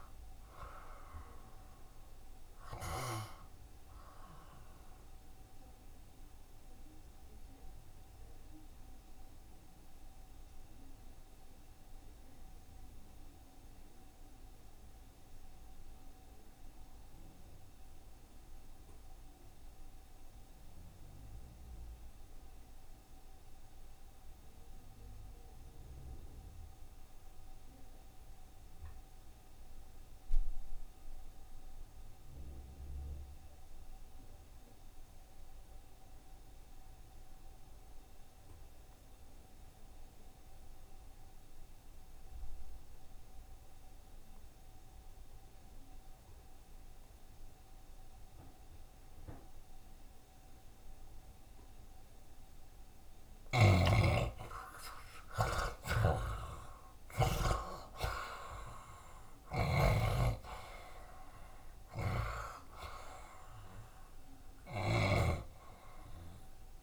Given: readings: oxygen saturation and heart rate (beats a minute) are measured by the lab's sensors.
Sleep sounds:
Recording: breathing in sleep by a room microphone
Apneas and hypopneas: 1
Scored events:
0.00-4.50 s: oxygen desaturation (device-marked, oxygen 67% lowest, heart rate 67 extreme)
4.00-51.50 s: mixed apnea (oxygen 71% before, 65% lowest, heart rate 74 before, 67 extreme, up 4 after)
6.50-27.50 s: oxygen desaturation (device-marked, oxygen 68% before, 65% lowest, heart rate 75 before, 67 extreme)
29.50-66.83 s: oxygen desaturation (device-marked, oxygen 92% before, 65% lowest, heart rate 68 before, 66 extreme)
53.50-65.50 s: snoring (device-marked)
54.50-60.50 s: arousal
From the record:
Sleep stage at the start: N2 (light sleep)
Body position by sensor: on the back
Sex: male

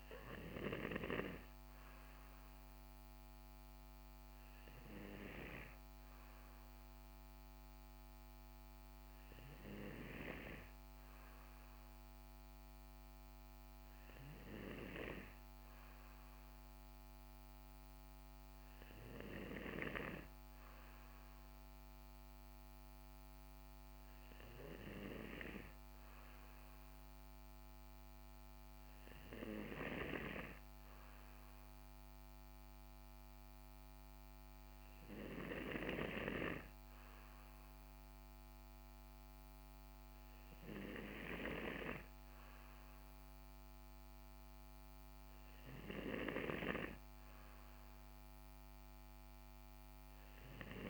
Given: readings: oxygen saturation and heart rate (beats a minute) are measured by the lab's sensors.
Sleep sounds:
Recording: breathing in sleep by a microphone on the trachea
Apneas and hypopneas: none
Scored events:
none scored
From the record:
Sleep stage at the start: N2 (light sleep)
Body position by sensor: on the right side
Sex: male

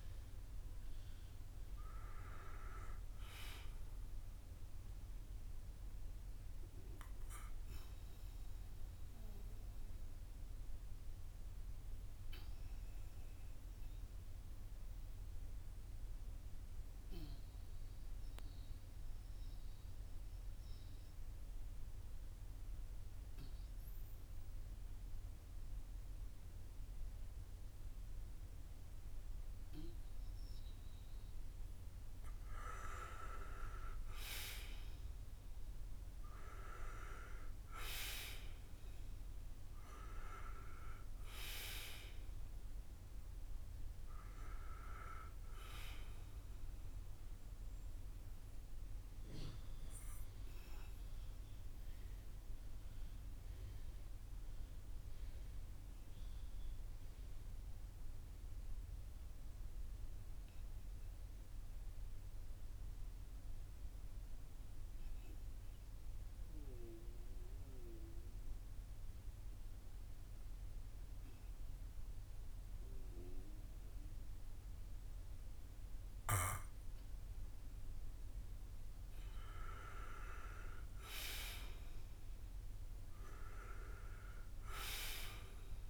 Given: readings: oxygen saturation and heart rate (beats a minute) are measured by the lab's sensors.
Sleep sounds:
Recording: breathing in sleep by a room microphone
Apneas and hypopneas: 2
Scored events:
5.00-31.00 s: obstructive apnea (oxygen 97% before, 90% lowest, heart rate 55 before, 49 extreme, up 4 after)
32.50-38.50 s: arousal
36.00-68.00 s: oxygen desaturation (device-marked, oxygen 96% before, 90% lowest, heart rate 54 before, 48 extreme)
48.00-79.00 s: obstructive apnea (oxygen 96% before, 90% lowest, heart rate 57 before, 48 extreme, up 5 after)
81.00-85.90 s: arousal
From the record:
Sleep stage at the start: N2 (light sleep)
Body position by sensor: on the back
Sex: male

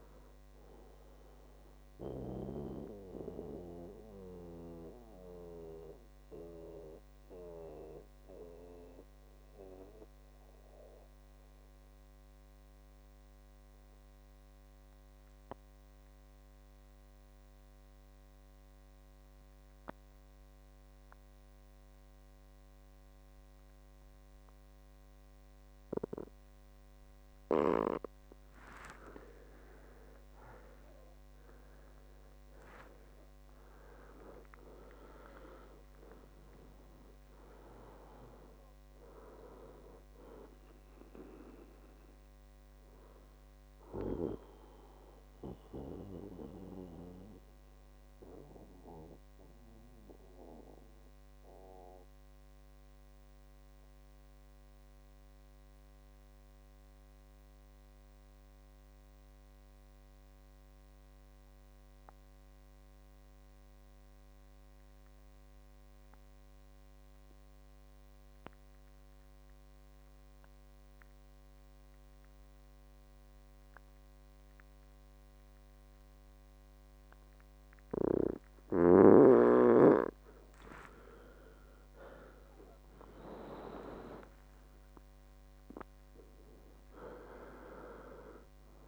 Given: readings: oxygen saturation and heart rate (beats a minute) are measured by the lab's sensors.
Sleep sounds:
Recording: breathing in sleep by a microphone on the trachea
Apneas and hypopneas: 2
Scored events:
0.00-13.50 s: oxygen desaturation (device-marked, oxygen 92% lowest, heart rate 58 extreme)
1.00-28.00 s: mixed apnea (oxygen 98% before, 92% lowest, heart rate 72 before, 58 extreme, up 18 after)
29.50-33.00 s: arousal
29.50-57.50 s: oxygen desaturation (device-marked, oxygen 98% before, 92% lowest, heart rate 60 before, 57 extreme)
45.50-78.50 s: mixed apnea (oxygen 99% before, 89% lowest, heart rate 71 before, 57 extreme, up 17 after)
72.50-88.88 s: oxygen desaturation (device-marked, oxygen 98% before, 89% lowest, heart rate 60 before, 58 extreme)
81.00-85.00 s: arousal
From the record:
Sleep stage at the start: N2 (light sleep)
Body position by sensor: on the back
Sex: male

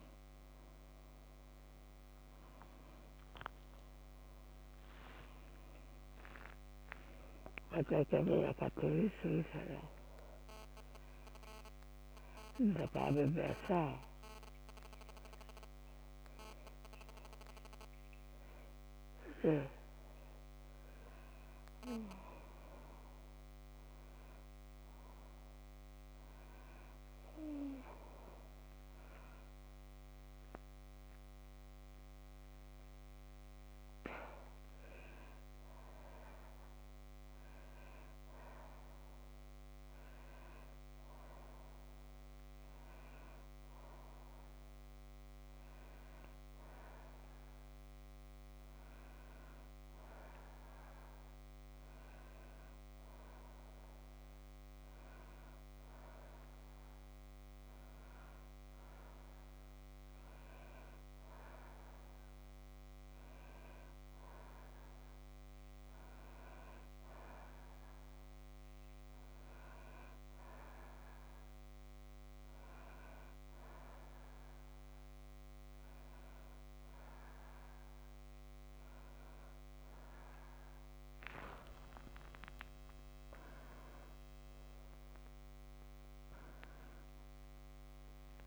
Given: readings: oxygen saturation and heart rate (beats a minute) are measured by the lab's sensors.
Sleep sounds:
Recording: a person partly awake in a sleep study, by a microphone on the trachea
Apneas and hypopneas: none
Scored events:
6.00-12.00 s: oxygen desaturation (device-marked, oxygen 96% before, 92% lowest, heart rate 78 before, 58 extreme)
23.00-83.00 s: new sleep stage, N2 (light sleep)
83.00-88.47 s: new sleep stage, awake
From the record:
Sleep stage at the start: awake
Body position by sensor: on the back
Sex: female

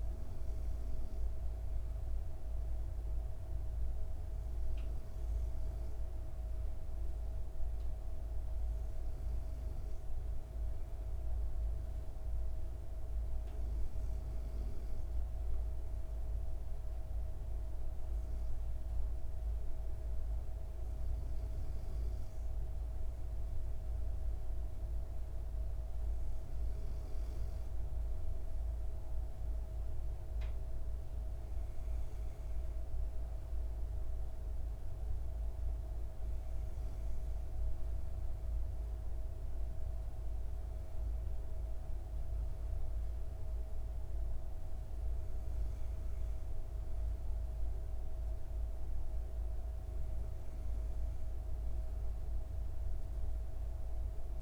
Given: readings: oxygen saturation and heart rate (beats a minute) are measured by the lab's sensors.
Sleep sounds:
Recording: breathing in sleep, hard to hear, by a room microphone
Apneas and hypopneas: none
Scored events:
none scored
From the record:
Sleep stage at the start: N2 (light sleep)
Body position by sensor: on the back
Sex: female

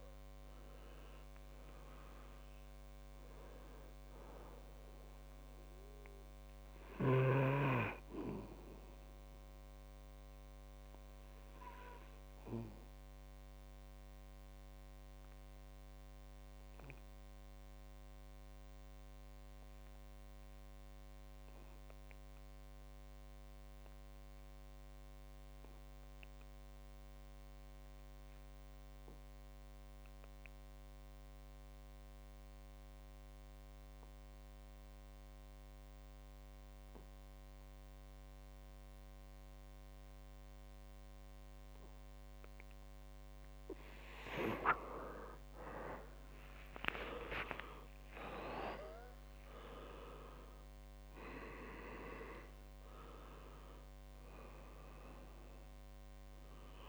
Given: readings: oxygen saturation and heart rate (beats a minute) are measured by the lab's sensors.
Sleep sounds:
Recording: breathing in sleep by a microphone on the trachea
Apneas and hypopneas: 1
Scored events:
0.00-1.00 s: arousal
0.00-30.00 s: oxygen desaturation (device-marked, oxygen 91% lowest, heart rate 55 extreme)
13.50-43.00 s: obstructive apnea (oxygen 98% before, 82% lowest, heart rate 66 before, 55 extreme, up 25 after)
45.00-56.89 s: oxygen desaturation (device-marked, oxygen 98% before, 82% lowest, heart rate 58 before, 59 extreme)
46.00-51.00 s: arousal
From the record:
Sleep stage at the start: N2 (light sleep)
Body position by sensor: on the back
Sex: male

